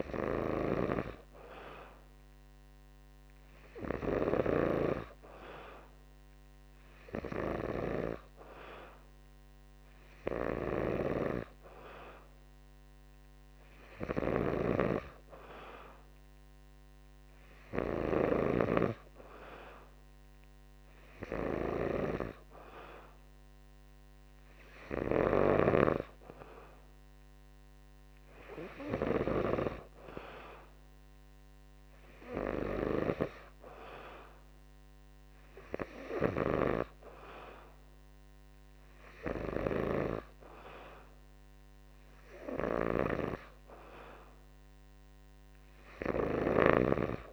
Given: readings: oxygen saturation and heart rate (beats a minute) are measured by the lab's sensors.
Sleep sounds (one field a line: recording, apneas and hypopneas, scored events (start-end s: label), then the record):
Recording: breathing in sleep by a microphone on the trachea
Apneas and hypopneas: none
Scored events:
none scored
From the record:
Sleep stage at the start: N2 (light sleep)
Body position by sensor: on the back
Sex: male